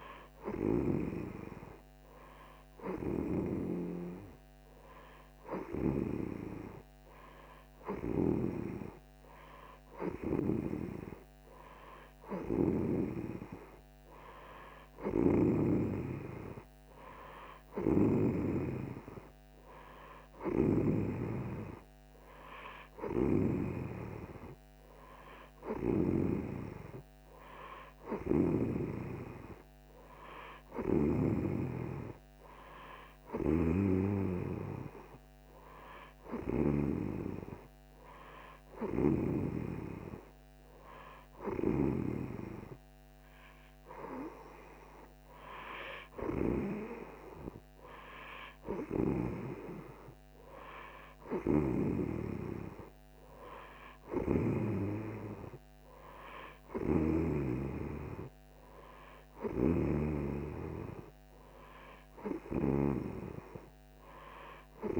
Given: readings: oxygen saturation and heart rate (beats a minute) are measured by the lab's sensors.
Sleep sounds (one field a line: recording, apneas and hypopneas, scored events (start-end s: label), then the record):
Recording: breathing in sleep by a microphone on the trachea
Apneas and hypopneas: none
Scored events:
20.00-31.00 s: snoring (device-marked)
33.00-39.00 s: snoring (device-marked)
51.00-62.50 s: snoring (device-marked)
58.00-65.00 s: new sleep stage, N3 (deep sleep)
From the record:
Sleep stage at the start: N2 (light sleep)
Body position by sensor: on the right side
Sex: female